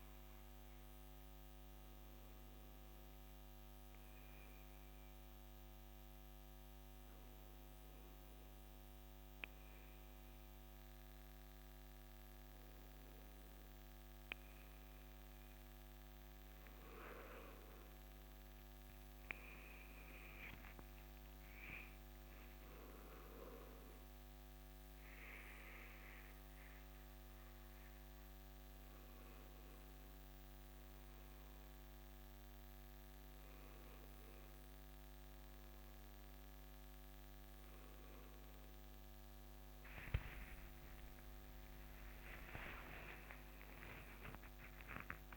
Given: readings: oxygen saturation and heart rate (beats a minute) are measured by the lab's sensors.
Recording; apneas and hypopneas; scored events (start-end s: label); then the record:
a person awake in a sleep study, by a microphone on the trachea; none
none scored
From the record:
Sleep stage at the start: awake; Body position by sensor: on the right side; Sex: male